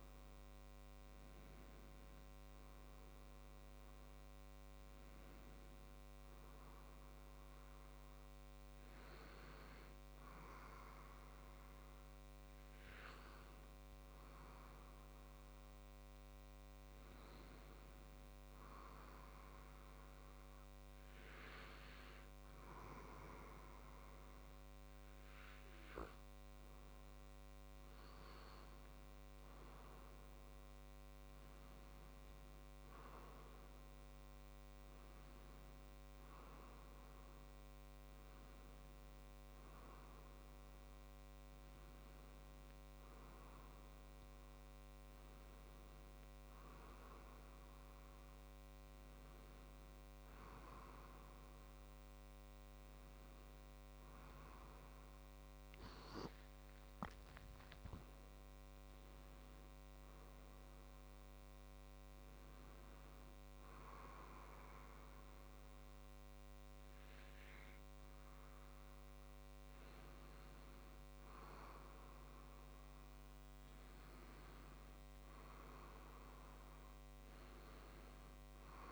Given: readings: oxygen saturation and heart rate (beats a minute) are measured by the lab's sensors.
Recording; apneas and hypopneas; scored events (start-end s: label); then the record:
breathing in sleep, hard to hear, by a microphone on the trachea; none
24.00-78.92 s: new sleep stage, N2 (light sleep)
57.00-61.00 s: arousal
From the record:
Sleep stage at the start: N1 (lightest sleep); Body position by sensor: on the back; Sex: male